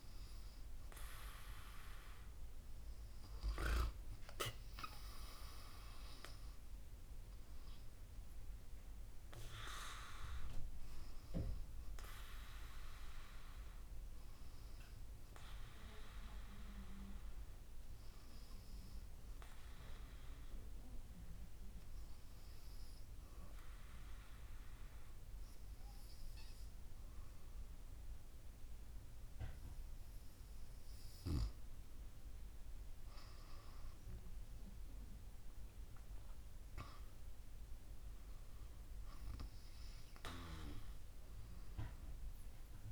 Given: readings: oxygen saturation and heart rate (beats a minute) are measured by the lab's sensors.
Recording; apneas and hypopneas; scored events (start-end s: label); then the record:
breathing in sleep by a room microphone; 1
5.00-8.50 s: arousal
17.00-30.50 s: obstructive apnea (oxygen 96% before, 92% lowest, heart rate 67 before, 66 extreme, up 12 after)
34.00-37.50 s: arousal
From the record:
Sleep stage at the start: N2 (light sleep); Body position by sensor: on the back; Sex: female